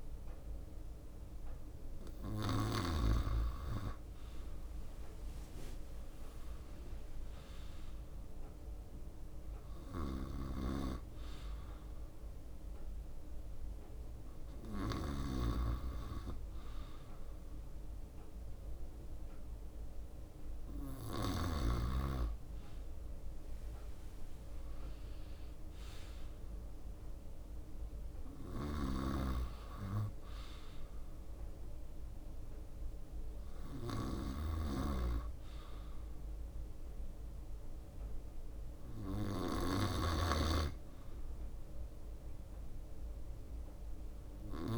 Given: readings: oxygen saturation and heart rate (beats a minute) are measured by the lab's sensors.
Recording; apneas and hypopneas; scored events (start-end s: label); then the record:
breathing in sleep by a room microphone; none
13.50-18.00 s: leg movement (device-marked)
19.50-30.50 s: drop in pulse transit time (device-marked, heart rate 65 before, 63 extreme)
23.00-30.50 s: leg movement (device-marked)
31.00-35.00 s: leg movement (device-marked)
39.00-44.00 s: leg movement (device-marked)
From the record:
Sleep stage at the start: N2 (light sleep); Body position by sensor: on the right side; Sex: male